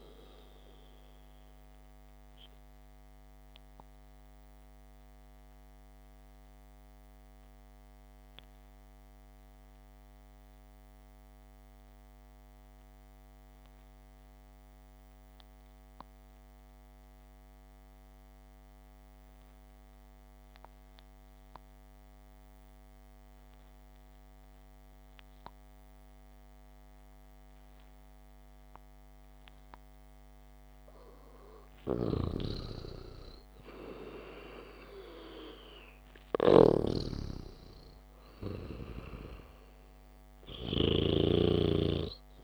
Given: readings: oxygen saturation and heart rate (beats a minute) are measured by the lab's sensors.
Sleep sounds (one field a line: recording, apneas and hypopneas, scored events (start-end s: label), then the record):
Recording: breathing in sleep by a microphone on the trachea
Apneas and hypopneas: 1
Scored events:
0.00-6.50 s: oxygen desaturation (device-marked, oxygen 92% lowest, heart rate 62 extreme)
3.50-31.50 s: obstructive apnea (oxygen 99% before, 90% lowest, heart rate 64 before, 54 extreme)
15.50-22.50 s: oxygen desaturation (device-marked, oxygen 94% before, 90% lowest, heart rate 65 before, 54 extreme)
32.50-41.50 s: snoring (device-marked)
33.50-36.50 s: arousal
From the record:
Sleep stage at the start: N2 (light sleep)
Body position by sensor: on the back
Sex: male